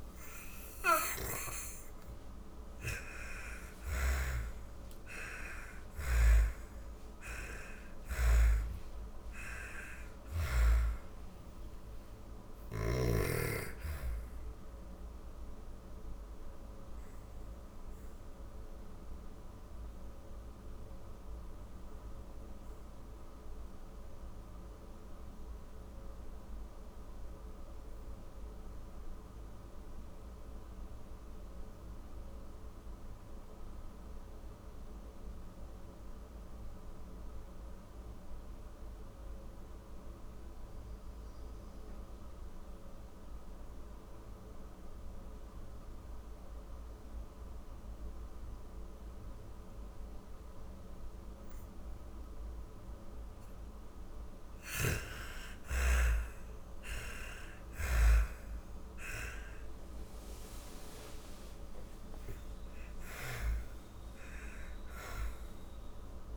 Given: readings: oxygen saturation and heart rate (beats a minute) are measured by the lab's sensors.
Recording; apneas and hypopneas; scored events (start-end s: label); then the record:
breathing in sleep by a room microphone; 1
0.00-17.50 s: oxygen desaturation (device-marked, oxygen 91% lowest, heart rate 50 extreme)
2.00-6.50 s: snoring (device-marked)
3.00-9.00 s: arousal
14.50-49.50 s: obstructive apnea (oxygen 98% before, 84% lowest, heart rate 96 before, 50 extreme, up 55 after)
19.50-28.50 s: oxygen desaturation (device-marked, oxygen 93% before, 85% lowest, heart rate 91 before, 52 extreme)
44.50-66.37 s: oxygen desaturation (device-marked, oxygen 99% before, 84% lowest, heart rate 55 before, 39 extreme)
53.50-59.00 s: arousal
From the record:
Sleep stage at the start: N2 (light sleep); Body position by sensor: on the back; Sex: female